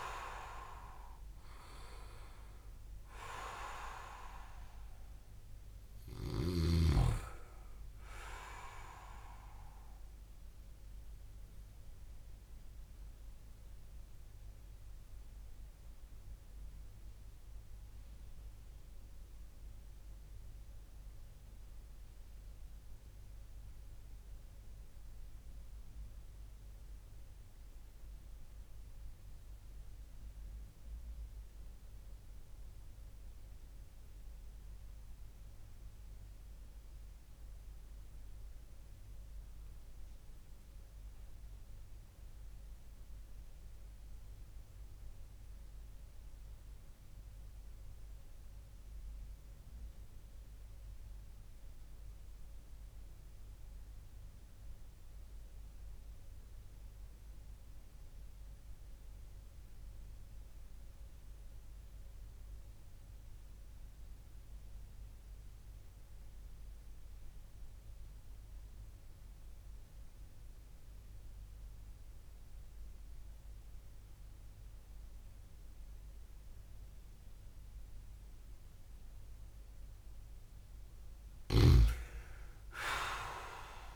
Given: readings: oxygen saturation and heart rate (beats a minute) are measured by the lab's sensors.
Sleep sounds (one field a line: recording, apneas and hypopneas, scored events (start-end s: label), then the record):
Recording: breathing in sleep by a room microphone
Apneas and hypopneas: 1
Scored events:
0.00-11.50 s: oxygen desaturation (device-marked, oxygen 96% lowest)
10.00-79.50 s: obstructive apnea (oxygen 100% before, 89% lowest)
69.50-83.96 s: oxygen desaturation (device-marked, oxygen 98% before, 89% lowest)
81.50-83.96 s: arousal
From the record:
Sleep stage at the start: REM sleep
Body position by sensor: on the back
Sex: male